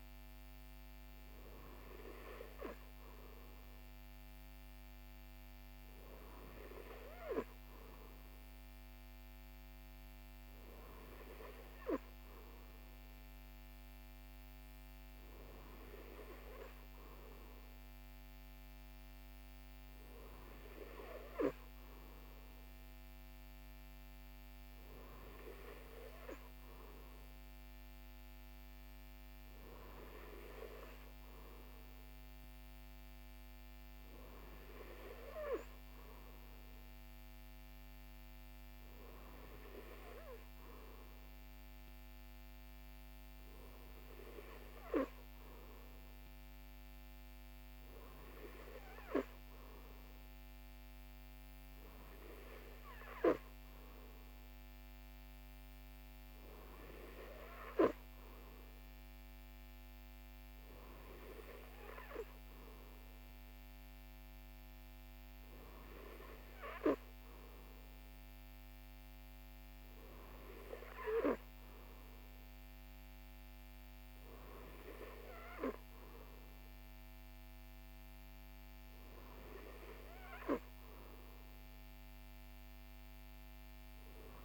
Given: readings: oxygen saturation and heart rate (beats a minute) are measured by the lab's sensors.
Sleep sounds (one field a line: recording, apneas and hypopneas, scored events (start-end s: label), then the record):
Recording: breathing in sleep by a microphone on the trachea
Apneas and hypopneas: none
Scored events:
none scored
From the record:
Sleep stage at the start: N3 (deep sleep)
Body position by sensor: on the right side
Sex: male